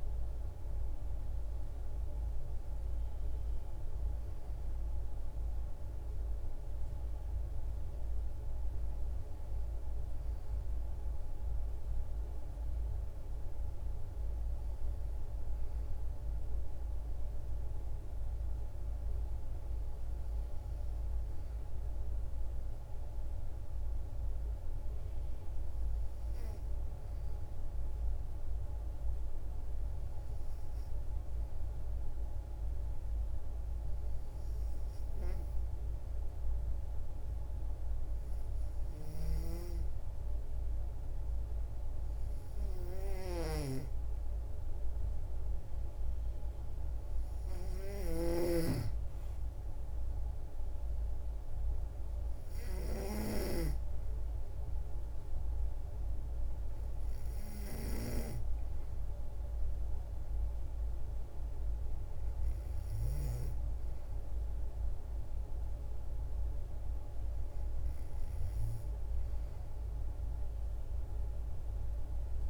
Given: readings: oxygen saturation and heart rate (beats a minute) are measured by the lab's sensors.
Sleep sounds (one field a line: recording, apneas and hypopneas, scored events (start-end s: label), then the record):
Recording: breathing in sleep by a room microphone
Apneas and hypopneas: 1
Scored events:
0.00-1.50 s: oxygen desaturation (device-marked, oxygen 89% lowest, heart rate 55 extreme)
24.50-28.00 s: arousal
32.00-45.50 s: hypopnea (oxygen 96% before, 90% lowest, heart rate 57 before, 56 extreme, up 0 after)
39.00-53.50 s: snoring (device-marked)
48.50-52.00 s: arousal
51.50-70.50 s: oxygen desaturation (device-marked, oxygen 93% before, 90% lowest, heart rate 58 before, 55 extreme)
From the record:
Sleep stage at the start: N2 (light sleep)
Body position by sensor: on the back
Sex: female